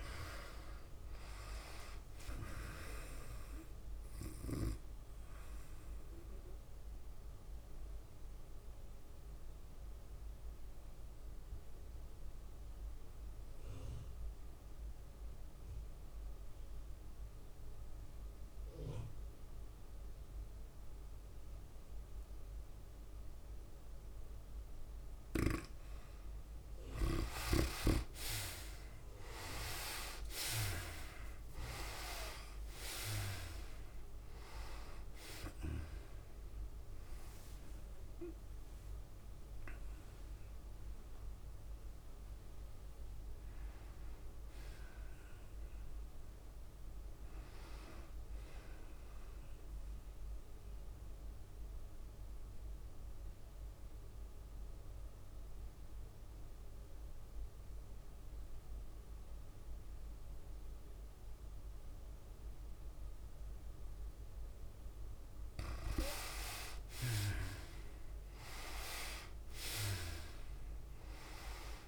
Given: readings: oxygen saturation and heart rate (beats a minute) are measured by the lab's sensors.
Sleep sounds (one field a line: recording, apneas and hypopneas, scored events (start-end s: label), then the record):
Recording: breathing in sleep by a room microphone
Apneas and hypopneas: 2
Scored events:
0.00-1.00 s: arousal
0.00-11.00 s: tachycardia (device-marked, heart rate 103 extreme)
1.00-17.00 s: oxygen desaturation (device-marked, oxygen 96% before, 85% lowest, heart rate 102 before, 81 extreme)
8.00-25.50 s: mixed apnea (oxygen 96% before, 77% lowest, heart rate 101 before, 81 extreme, up 10 after)
19.00-49.00 s: oxygen desaturation (device-marked, oxygen 95% before, 77% lowest, heart rate 101 before, 81 extreme)
28.50-32.50 s: arousal
32.00-49.00 s: drop in pulse transit time (device-marked, heart rate 92 before, 91 extreme)
32.00-50.00 s: tachycardia (device-marked, heart rate 111 before, 106 extreme)
52.00-65.00 s: obstructive apnea (oxygen 98% before, 74% lowest, heart rate 102 before, 97 extreme, up 5 after)
67.00-71.88 s: oxygen desaturation (device-marked, oxygen 95% before, 79% lowest, heart rate 100 before, 88 extreme)
68.00-71.50 s: arousal
68.00-71.88 s: tachycardia (device-marked, heart rate 110 before, 106 extreme)
From the record:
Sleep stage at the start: N2 (light sleep)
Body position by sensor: on the right side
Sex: female